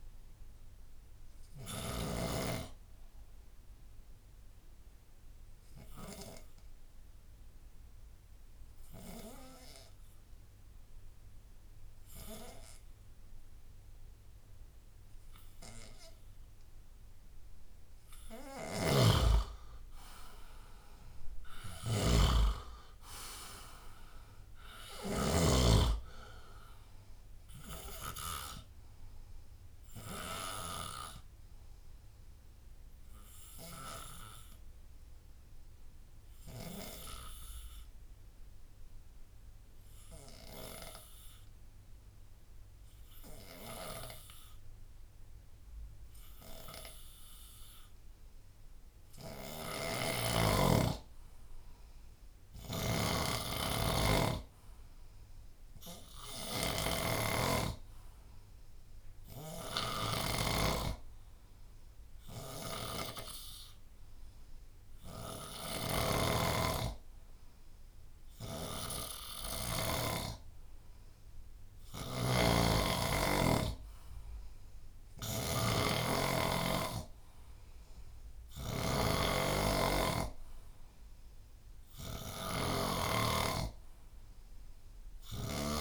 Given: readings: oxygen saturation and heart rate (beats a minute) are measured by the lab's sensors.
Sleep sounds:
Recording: breathing in sleep by a room microphone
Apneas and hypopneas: 2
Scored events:
0.00-2.00 s: snoring (device-marked)
3.50-16.50 s: obstructive apnea (oxygen 98% before, 89% lowest, heart rate 84 before, 74 extreme, up 6 after)
5.50-18.50 s: oxygen desaturation (device-marked, oxygen 92% before, 89% lowest, heart rate 84 before, 74 extreme)
17.50-21.00 s: arousal
18.50-25.50 s: snoring (device-marked)
30.50-49.00 s: obstructive apnea (oxygen 98% before, 89% lowest, heart rate 79 before, 68 extreme, up 12 after)
51.50-55.00 s: arousal
52.50-70.00 s: snoring (device-marked)
56.50-76.50 s: oxygen desaturation (device-marked, oxygen 98% before, 89% lowest, heart rate 76 before, 60 extreme)
72.00-83.00 s: snoring (device-marked)
From the record:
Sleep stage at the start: N2 (light sleep)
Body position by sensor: on the back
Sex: male

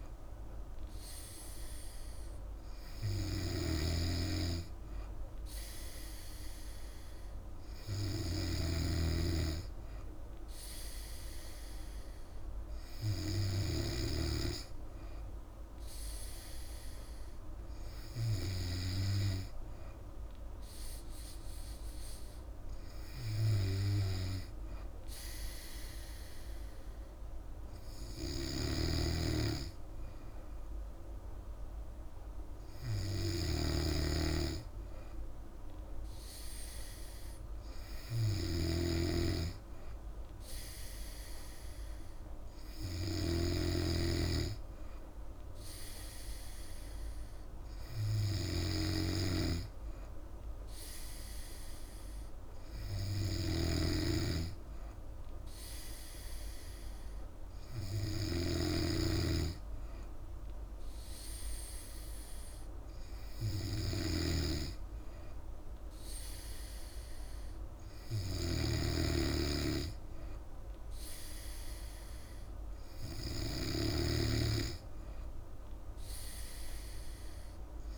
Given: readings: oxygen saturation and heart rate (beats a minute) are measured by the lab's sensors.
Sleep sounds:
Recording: breathing in sleep by a room microphone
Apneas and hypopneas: none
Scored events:
0.00-8.50 s: snoring (device-marked)
28.50-77.98 s: snoring (device-marked)
From the record:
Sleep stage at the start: N3 (deep sleep)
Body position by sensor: on the back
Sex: female

